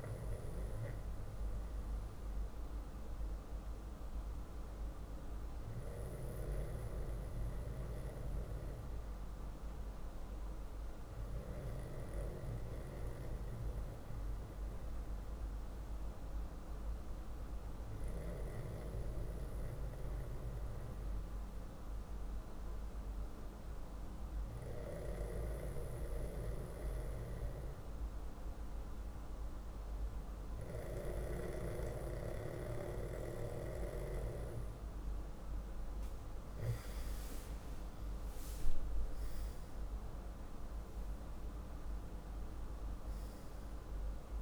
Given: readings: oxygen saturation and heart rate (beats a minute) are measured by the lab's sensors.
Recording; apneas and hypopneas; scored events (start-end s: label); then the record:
breathing in sleep by a room microphone; 1
12.50-29.00 s: hypopnea (oxygen 97% before, 95% lowest, heart rate 47 before, 45 extreme, up 3 after)
38.00-41.50 s: arousal
From the record:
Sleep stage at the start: N2 (light sleep); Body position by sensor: on the back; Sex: male